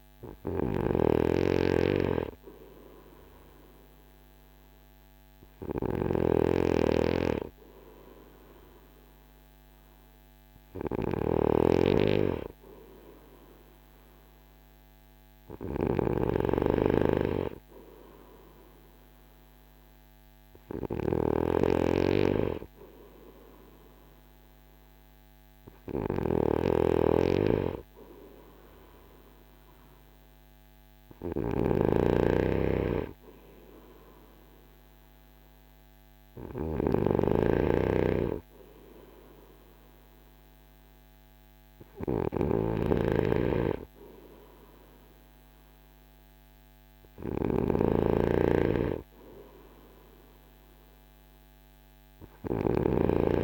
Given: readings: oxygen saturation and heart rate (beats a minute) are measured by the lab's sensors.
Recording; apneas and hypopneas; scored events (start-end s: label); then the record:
breathing in sleep by a microphone on the trachea; none
0.00-53.44 s: snoring (device-marked)
From the record:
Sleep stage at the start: N2 (light sleep); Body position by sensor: on the front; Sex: male